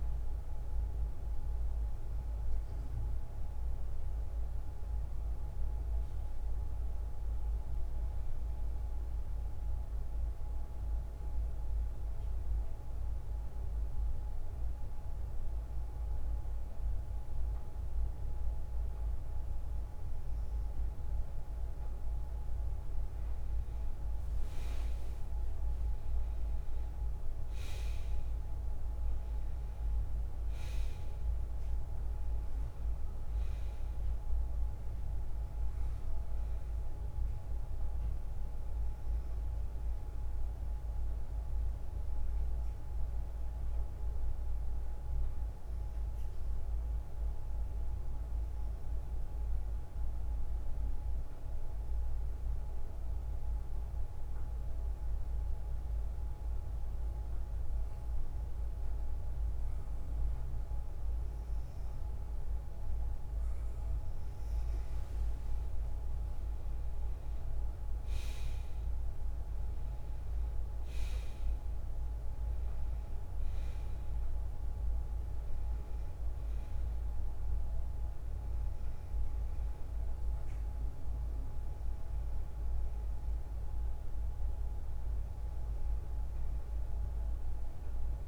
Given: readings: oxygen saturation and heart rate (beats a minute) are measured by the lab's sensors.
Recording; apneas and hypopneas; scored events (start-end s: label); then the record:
breathing in sleep, hard to hear, by a room microphone; 2
0.00-4.50 s: oxygen desaturation (device-marked, oxygen 92% lowest, heart rate 51 extreme)
6.50-21.50 s: obstructive apnea (oxygen 96% before, 94% lowest, heart rate 65 before, 52 extreme, up 9 after)
24.00-28.00 s: arousal
30.50-52.50 s: oxygen desaturation (device-marked, oxygen 99% before, 94% lowest, heart rate 57 before, 55 extreme)
50.00-63.50 s: hypopnea (oxygen 99% before, 94% lowest, heart rate 59 before, 53 extreme, up 7 after)
66.00-70.00 s: arousal
69.50-79.50 s: oxygen desaturation (device-marked, oxygen 98% before, 94% lowest, heart rate 59 before, 53 extreme)
From the record:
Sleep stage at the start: N2 (light sleep); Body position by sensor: on the back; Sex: female